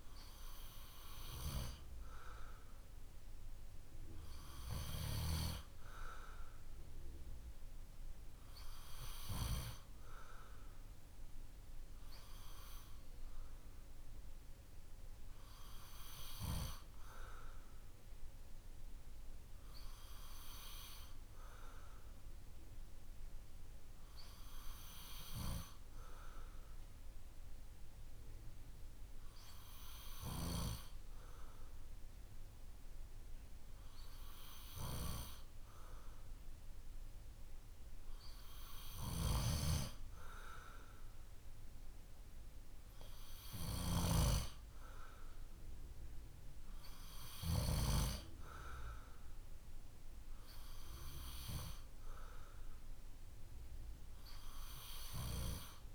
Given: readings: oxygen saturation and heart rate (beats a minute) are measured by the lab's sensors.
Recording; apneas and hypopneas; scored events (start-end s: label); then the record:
breathing in sleep by a room microphone; none
none scored
From the record:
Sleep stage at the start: N2 (light sleep); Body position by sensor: on the back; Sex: male